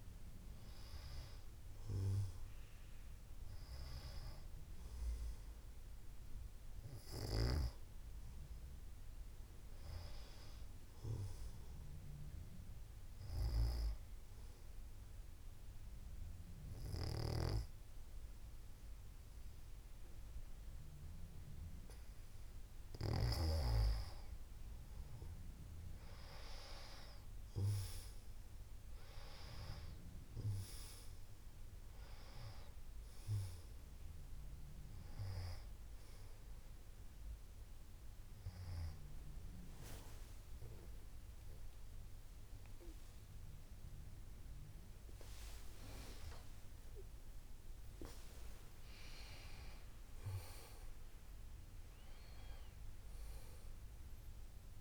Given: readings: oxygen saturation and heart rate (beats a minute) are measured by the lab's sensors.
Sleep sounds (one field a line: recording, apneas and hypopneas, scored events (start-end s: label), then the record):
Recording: breathing in sleep by a room microphone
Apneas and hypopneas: 1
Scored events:
8.00-24.00 s: snoring (device-marked)
14.00-24.00 s: obstructive apnea (oxygen 97% before, 94% lowest, heart rate 67 before, 59 extreme, up 7 after)
41.00-46.00 s: arousal
From the record:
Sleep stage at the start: N2 (light sleep)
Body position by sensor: on the back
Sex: female